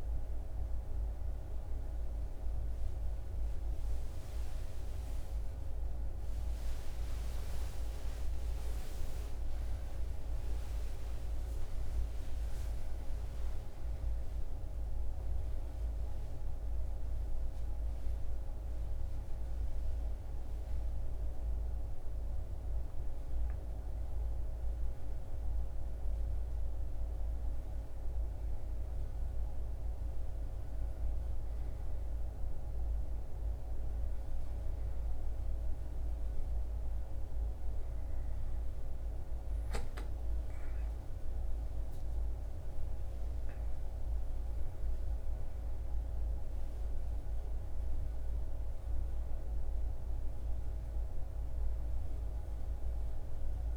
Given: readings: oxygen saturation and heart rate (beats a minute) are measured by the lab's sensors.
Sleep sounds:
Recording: breathing in sleep, hard to hear, by a room microphone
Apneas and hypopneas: none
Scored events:
none scored
From the record:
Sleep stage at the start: REM sleep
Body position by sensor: on the back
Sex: male

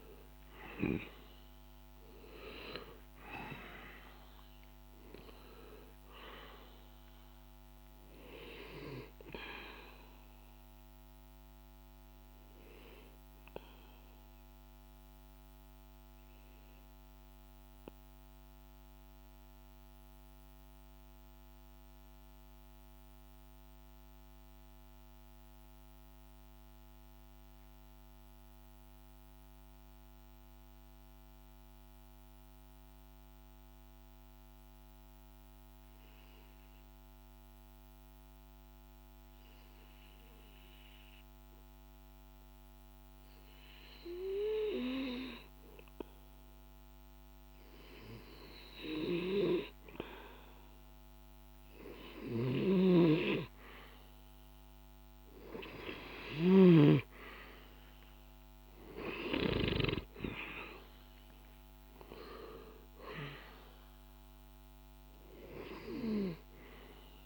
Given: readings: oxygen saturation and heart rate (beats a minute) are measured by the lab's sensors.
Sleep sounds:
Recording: breathing in sleep by a microphone on the trachea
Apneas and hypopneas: 1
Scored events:
0.00-22.50 s: oxygen desaturation (device-marked, oxygen 91% lowest, heart rate 49 extreme)
17.00-42.00 s: mixed apnea (oxygen 98% before, 89% lowest, heart rate 58 before, 49 extreme, up 1 after)
40.50-62.50 s: oxygen desaturation (device-marked, oxygen 98% before, 89% lowest, heart rate 50 before, 50 extreme)
45.50-49.00 s: arousal
From the record:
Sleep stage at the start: N2 (light sleep)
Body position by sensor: on the back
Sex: male

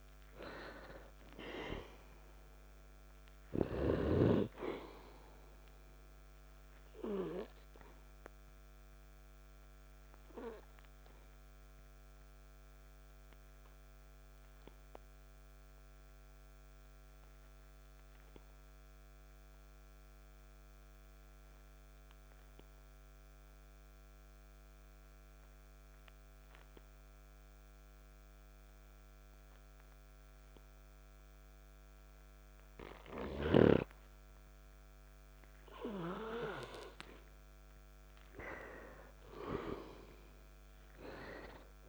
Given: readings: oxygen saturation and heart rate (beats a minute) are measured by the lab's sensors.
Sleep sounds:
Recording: breathing in sleep by a microphone on the trachea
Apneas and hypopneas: 1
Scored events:
6.00-37.50 s: obstructive apnea (oxygen 98% before, 91% lowest, heart rate 51 before, 49 extreme, up 5 after)
24.50-34.50 s: oxygen desaturation (device-marked, oxygen 96% before, 91% lowest, heart rate 56 before, 49 extreme)
From the record:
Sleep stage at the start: N2 (light sleep)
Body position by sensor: on the back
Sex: male

